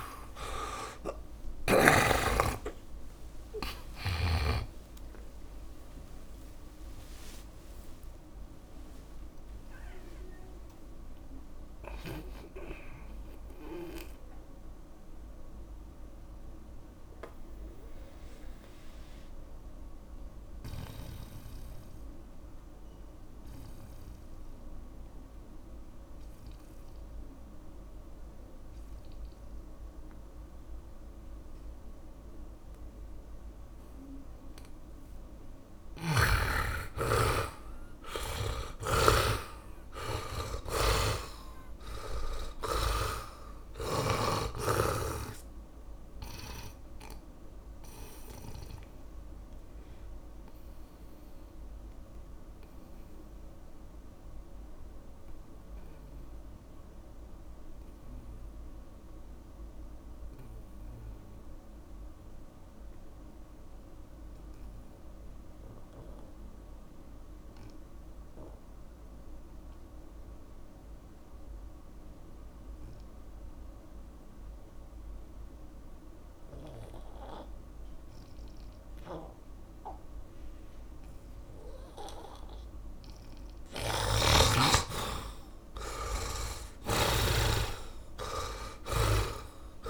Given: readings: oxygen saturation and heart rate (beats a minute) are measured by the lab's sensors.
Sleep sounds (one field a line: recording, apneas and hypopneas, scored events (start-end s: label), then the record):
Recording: breathing in sleep by a room microphone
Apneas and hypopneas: 2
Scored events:
0.00-26.50 s: oxygen desaturation (device-marked, oxygen 69% lowest, heart rate 45 extreme)
1.00-7.00 s: arousal
1.50-5.50 s: tachycardia (device-marked, heart rate 62 before, 101 extreme)
16.00-35.00 s: obstructive apnea (oxygen 99% before, 69% lowest, heart rate 82 before, 53 extreme, up 15 after)
37.50-43.00 s: arousal
39.00-43.50 s: snoring (device-marked)
39.50-67.50 s: oxygen desaturation (device-marked, oxygen 100% before, 75% lowest, heart rate 66 before, 46 extreme)
48.50-84.00 s: mixed apnea (oxygen 100% before, 74% lowest, heart rate 64 before, 46 extreme, up 28 after)
69.50-89.90 s: oxygen desaturation (device-marked, oxygen 100% before, 74% lowest, heart rate 65 before, 46 extreme)
84.50-88.50 s: arousal
From the record:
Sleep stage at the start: N2 (light sleep)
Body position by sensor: on the back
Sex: male